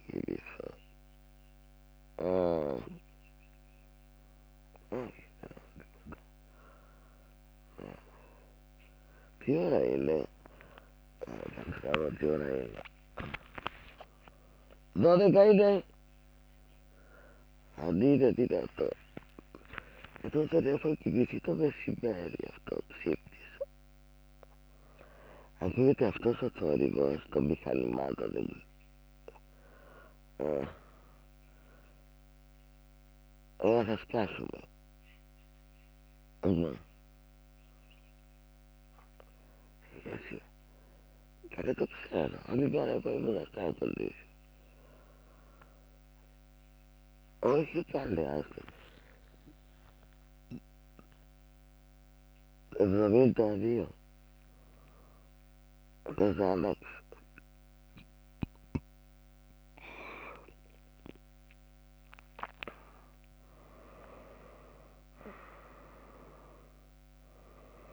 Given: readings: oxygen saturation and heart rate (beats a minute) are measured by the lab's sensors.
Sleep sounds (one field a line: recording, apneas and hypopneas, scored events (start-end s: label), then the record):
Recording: a person awake in a sleep study, by a microphone on the trachea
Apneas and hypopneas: none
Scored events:
8.00-16.00 s: tachycardia (device-marked, heart rate 82 before, 131 extreme)
11.50-13.50 s: long interval between heartbeats (device-marked, heart rate 83 before, 112 extreme)
18.00-20.00 s: long interval between heartbeats (device-marked, heart rate 98 before, 95 extreme)
18.00-27.00 s: drop in pulse transit time (device-marked, heart rate 98 before, 87 extreme)
From the record:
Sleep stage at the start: awake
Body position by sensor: on the back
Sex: female